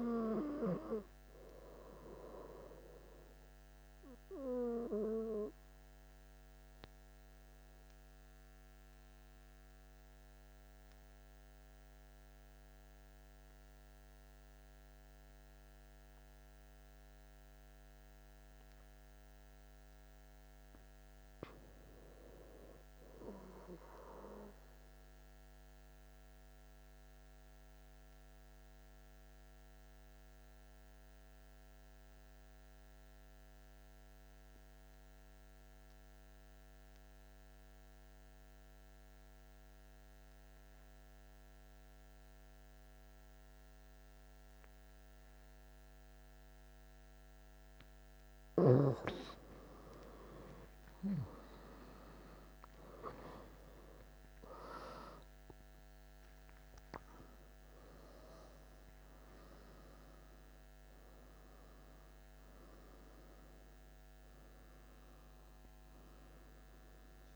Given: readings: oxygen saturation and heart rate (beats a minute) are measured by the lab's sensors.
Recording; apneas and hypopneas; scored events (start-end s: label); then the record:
breathing in sleep by a microphone on the trachea; 1
0.00-11.00 s: oxygen desaturation (device-marked, oxygen 91% lowest)
3.00-46.00 s: hypopnea (oxygen 97% before, 91% lowest)
49.00-67.36 s: oxygen desaturation (device-marked, oxygen 95% before, 91% lowest)
50.00-55.50 s: arousal
From the record:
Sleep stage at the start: N2 (light sleep); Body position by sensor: on the back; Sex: male